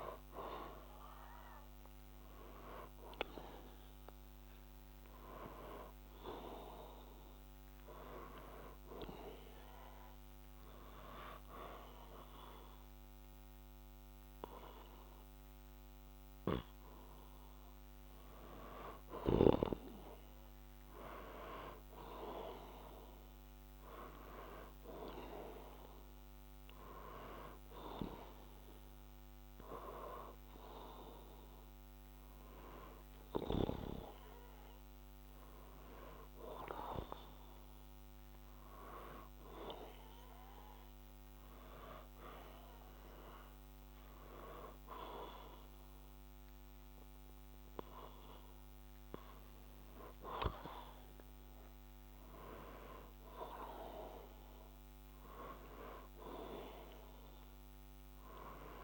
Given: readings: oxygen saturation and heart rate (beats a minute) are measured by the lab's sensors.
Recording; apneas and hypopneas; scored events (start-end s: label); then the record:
breathing in sleep by a microphone on the trachea; 2
1.50-5.00 s: arousal
9.00-19.00 s: hypopnea (oxygen 95% before, 92% lowest, heart rate 61 before, 61 extreme, up 8 after)
33.50-37.00 s: arousal
40.50-51.50 s: hypopnea (oxygen 94% before, 92% lowest, heart rate 63 before, 61 extreme, up 0 after)
53.00-57.00 s: arousal
From the record:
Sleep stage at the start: N2 (light sleep); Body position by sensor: on the back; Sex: male